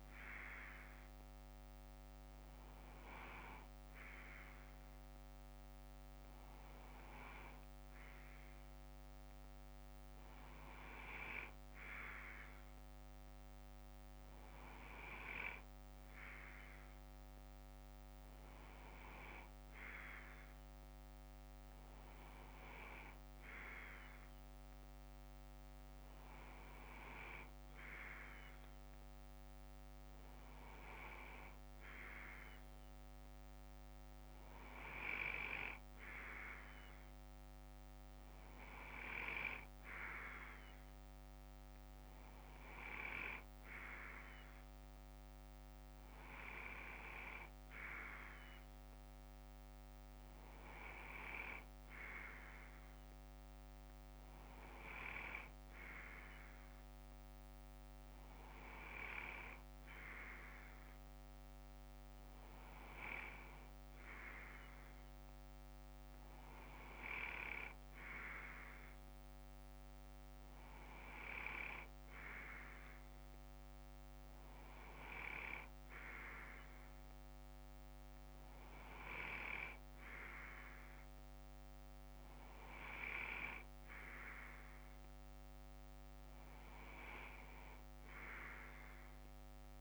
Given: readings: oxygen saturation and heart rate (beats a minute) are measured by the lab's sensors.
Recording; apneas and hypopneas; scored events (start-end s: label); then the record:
breathing in sleep by a microphone on the trachea; none
4.50-9.50 s: bradycardia (device-marked, heart rate 61 before, 59 extreme)
12.50-34.50 s: bradycardia (device-marked, heart rate 61 before, 56 extreme)
35.50-37.50 s: bradycardia (device-marked, heart rate 61 before, 58 extreme)
39.50-41.50 s: bradycardia (device-marked, heart rate 61 before, 59 extreme)
50.50-63.50 s: bradycardia (device-marked, heart rate 61 before, 58 extreme)
71.50-77.50 s: bradycardia (device-marked, heart rate 61 before, 57 extreme)
78.50-81.50 s: bradycardia (device-marked, heart rate 61 before, 59 extreme)
From the record:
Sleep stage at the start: N2 (light sleep); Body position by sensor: on the left side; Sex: male